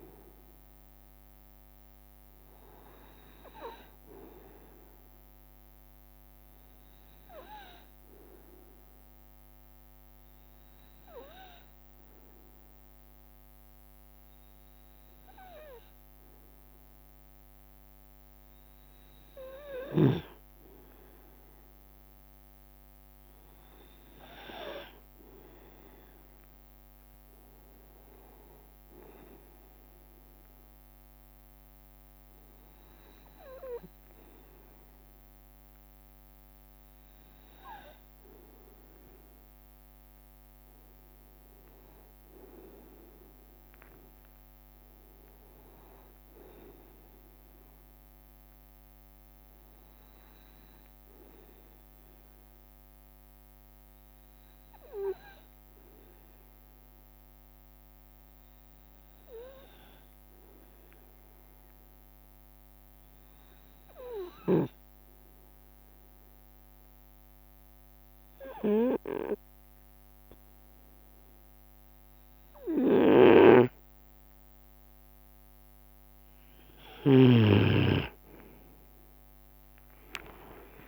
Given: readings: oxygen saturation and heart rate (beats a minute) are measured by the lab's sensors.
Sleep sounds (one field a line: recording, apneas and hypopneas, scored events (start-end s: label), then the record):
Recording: breathing in sleep by a microphone on the trachea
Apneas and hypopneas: 1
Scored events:
0.00-1.00 s: leg movement (device-marked)
0.00-1.50 s: arousal
0.00-5.00 s: bradycardia (device-marked)
2.00-80.88 s: new sleep stage, N2 (light sleep)
9.00-53.00 s: bradycardia (device-marked)
14.00-16.00 s: leg movement (device-marked)
14.00-16.00 s: long interval between heartbeats (device-marked)
20.00-22.00 s: long interval between heartbeats (device-marked)
26.50-31.50 s: leg movement (device-marked)
39.50-41.00 s: leg movement (device-marked)
45.50-49.50 s: arousal
53.00-74.50 s: hypopnea (oxygen 97% before, 93% lowest)
63.00-80.88 s: bradycardia (device-marked)
65.00-68.00 s: leg movement (device-marked)
66.00-68.00 s: long interval between heartbeats (device-marked)
71.50-73.00 s: leg movement (device-marked)
73.00-77.50 s: snoring (device-marked)
76.00-77.00 s: leg movement (device-marked)
78.50-80.88 s: arousal
79.50-80.88 s: leg movement (device-marked)
From the record:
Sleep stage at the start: N1 (lightest sleep)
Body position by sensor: on the right side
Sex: male